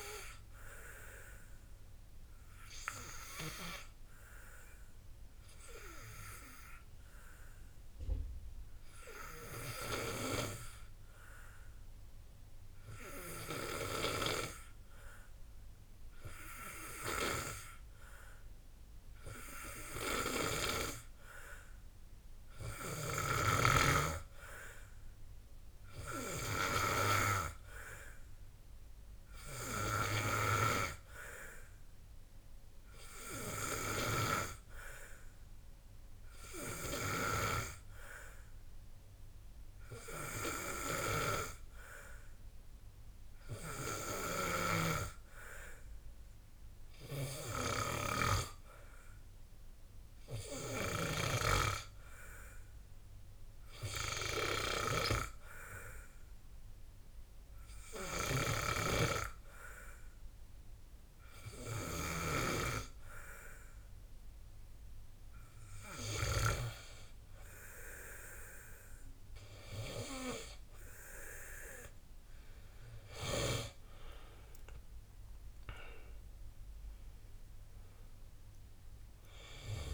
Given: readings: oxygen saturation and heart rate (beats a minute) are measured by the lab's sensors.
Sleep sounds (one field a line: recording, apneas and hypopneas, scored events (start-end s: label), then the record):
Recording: breathing in sleep by a room microphone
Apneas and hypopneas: 1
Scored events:
0.00-8.50 s: oxygen desaturation (device-marked, oxygen 91% lowest, heart rate 54 extreme)
2.50-64.00 s: obstructive apnea (oxygen 97% before, 89% lowest, heart rate 59 before, 54 extreme, up 9 after)
29.50-46.50 s: oxygen desaturation (device-marked, oxygen 96% before, 89% lowest, heart rate 58 before, 54 extreme)
67.50-70.50 s: arousal
From the record:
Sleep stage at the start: N2 (light sleep)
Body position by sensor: on the back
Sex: male